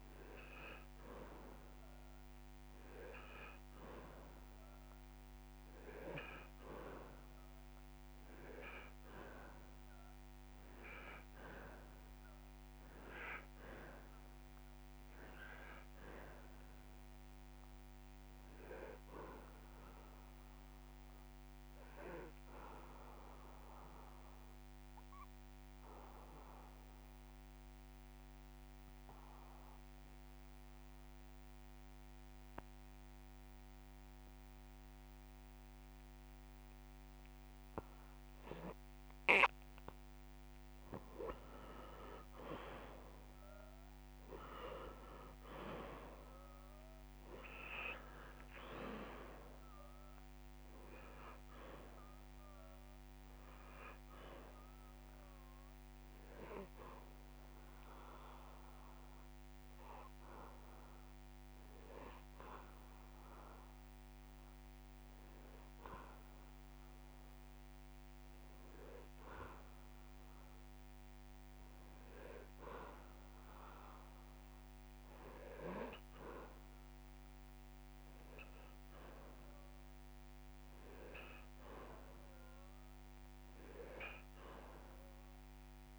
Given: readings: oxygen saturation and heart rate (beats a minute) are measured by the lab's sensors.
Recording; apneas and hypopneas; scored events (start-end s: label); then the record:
breathing in sleep by a microphone on the trachea; 2
0.00-3.00 s: arousal
2.50-11.50 s: drop in pulse transit time (device-marked)
3.00-5.00 s: long interval between heartbeats (device-marked)
6.50-8.50 s: long interval between heartbeats (device-marked)
21.00-40.00 s: obstructive apnea (oxygen 96% before, 86% lowest)
25.00-27.00 s: long interval between heartbeats (device-marked)
42.00-46.00 s: arousal
42.50-81.50 s: oxygen desaturation (device-marked, oxygen 97% before, 86% lowest)
48.50-57.50 s: drop in pulse transit time (device-marked)
57.00-68.50 s: hypopnea (oxygen 97% before, 86% lowest)
69.50-78.50 s: drop in pulse transit time (device-marked)
75.50-79.00 s: arousal
80.50-85.99 s: drop in pulse transit time (device-marked)
From the record:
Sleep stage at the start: N2 (light sleep); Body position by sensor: on the back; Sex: male